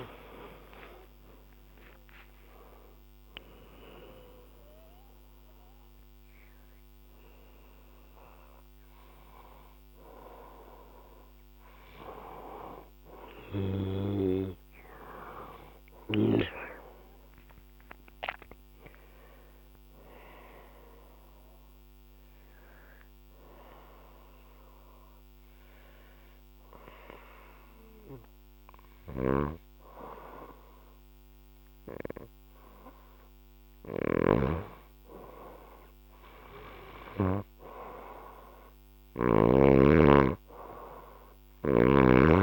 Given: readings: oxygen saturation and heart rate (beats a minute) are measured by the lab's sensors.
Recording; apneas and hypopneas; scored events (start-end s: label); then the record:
a person partly awake in a sleep study, by a microphone on the trachea; 1
4.50-34.50 s: new sleep stage, N1 (lightest sleep)
20.50-32.50 s: oxygen desaturation (device-marked, oxygen 98% before, 94% lowest, heart rate 90 before, 63 extreme)
21.00-33.50 s: obstructive apnea (oxygen 98% before, 89% lowest, heart rate 90 before, 63 extreme, up 4 after)
28.50-39.00 s: snoring (device-marked)
34.50-38.50 s: arousal
34.50-42.43 s: new sleep stage, N2 (light sleep)
From the record:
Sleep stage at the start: awake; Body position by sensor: on the left side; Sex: female